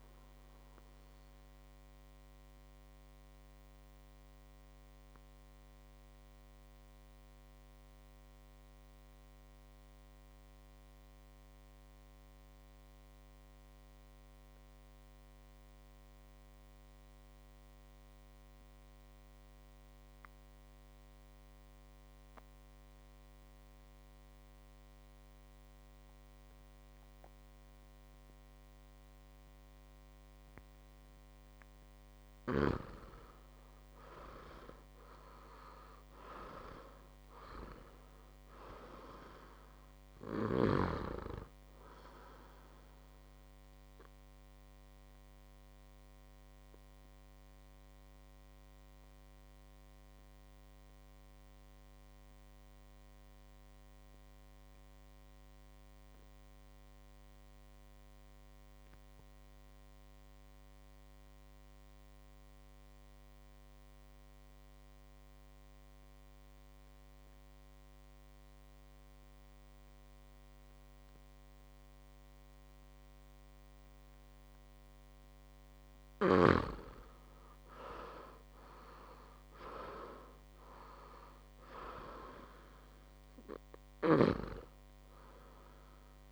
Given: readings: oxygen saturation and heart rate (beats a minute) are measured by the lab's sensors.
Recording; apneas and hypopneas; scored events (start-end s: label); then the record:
breathing in sleep by a microphone on the trachea; 2
0.00-14.50 s: oxygen desaturation (device-marked, oxygen 88% lowest, heart rate 52 extreme)
1.50-33.50 s: mixed apnea (oxygen 99% before, 87% lowest, heart rate 63 before, 54 extreme, up 6 after)
29.50-55.50 s: oxygen desaturation (device-marked, oxygen 99% before, 87% lowest, heart rate 59 before, 57 extreme)
35.00-39.00 s: arousal
44.50-75.00 s: obstructive apnea (oxygen 100% before, 87% lowest, heart rate 62 before, 55 extreme, up 7 after)
72.50-86.32 s: oxygen desaturation (device-marked, oxygen 99% before, 87% lowest, heart rate 61 before, 55 extreme)
78.00-82.00 s: arousal
From the record:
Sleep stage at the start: N2 (light sleep); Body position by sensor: on the back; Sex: male